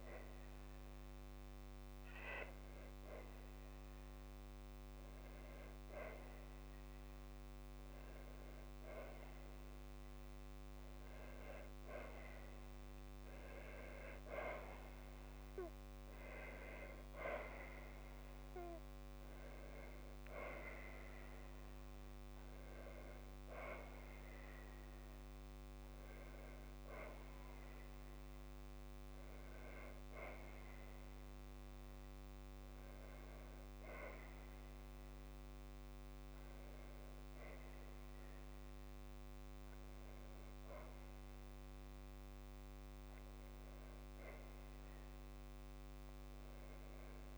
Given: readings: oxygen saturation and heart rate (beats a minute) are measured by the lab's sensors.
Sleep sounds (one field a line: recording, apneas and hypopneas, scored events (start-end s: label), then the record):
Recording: breathing in sleep by a microphone on the trachea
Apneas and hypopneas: 1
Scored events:
13.50-15.50 s: long interval between heartbeats (device-marked, heart rate 57 before, 64 extreme)
16.00-20.00 s: arousal
26.50-41.00 s: obstructive apnea (oxygen 96% before, 95% lowest, heart rate 62 before, 55 extreme, up 0 after)
From the record:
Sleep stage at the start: N2 (light sleep)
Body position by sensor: on the back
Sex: female